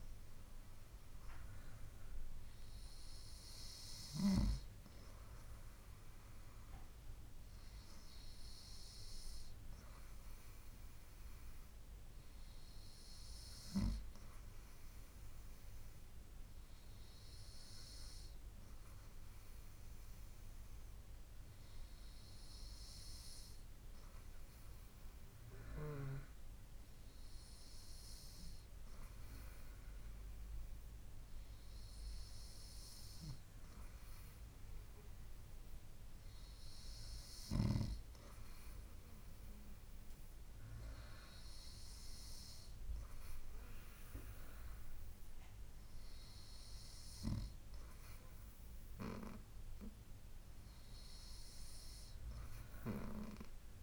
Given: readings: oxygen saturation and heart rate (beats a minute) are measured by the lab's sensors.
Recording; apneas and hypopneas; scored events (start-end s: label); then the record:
breathing in sleep by a room microphone; none
none scored
From the record:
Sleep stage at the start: N2 (light sleep); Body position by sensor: on the right side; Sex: female